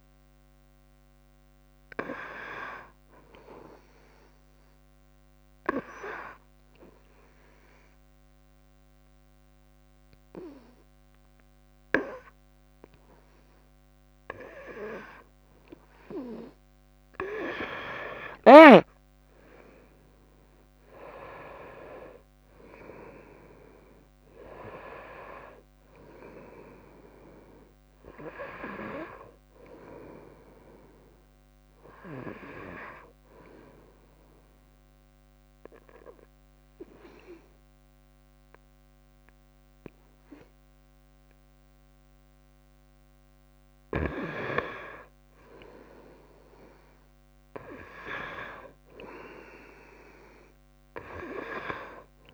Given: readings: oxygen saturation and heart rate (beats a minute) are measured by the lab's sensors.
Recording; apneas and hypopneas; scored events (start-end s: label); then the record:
breathing in sleep by a microphone on the trachea; 2
0.00-2.00 s: arousal
4.50-15.50 s: obstructive apnea (oxygen 97% before, 90% lowest, heart rate 73 before, 66 extreme, up 16 after)
18.50-22.50 s: arousal
19.00-21.00 s: long interval between heartbeats (device-marked, heart rate 66 before, 79 extreme)
34.00-44.00 s: obstructive apnea (oxygen 96% before, 90% lowest, heart rate 73 before, 66 extreme, up 3 after)
46.50-50.50 s: arousal
From the record:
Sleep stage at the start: N2 (light sleep); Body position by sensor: on the right side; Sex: female